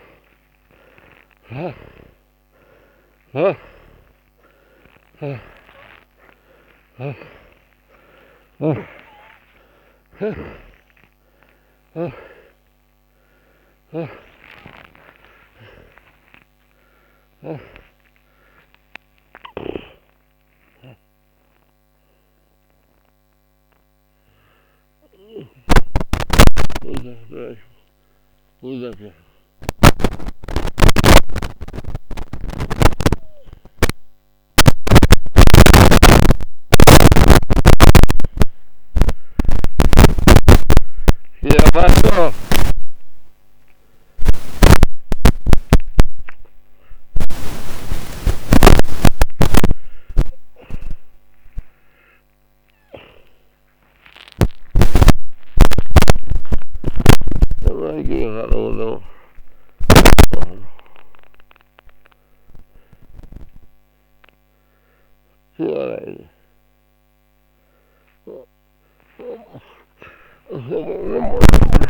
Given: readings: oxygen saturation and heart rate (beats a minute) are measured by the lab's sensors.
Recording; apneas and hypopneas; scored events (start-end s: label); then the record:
a person awake in a sleep study, by a microphone on the trachea; none
0.00-6.00 s: oxygen desaturation (device-marked, oxygen 82% lowest, heart rate 35 extreme)
0.00-12.00 s: snoring (device-marked)
7.00-71.90 s: new sleep stage, awake
12.00-33.00 s: oxygen desaturation (device-marked, oxygen 83% before, 75% lowest, heart rate 114 before, 87 extreme)
59.50-71.90 s: snoring (device-marked)
From the record:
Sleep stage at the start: N2 (light sleep); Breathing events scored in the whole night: 227 in 5.8 hours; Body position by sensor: on the back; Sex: male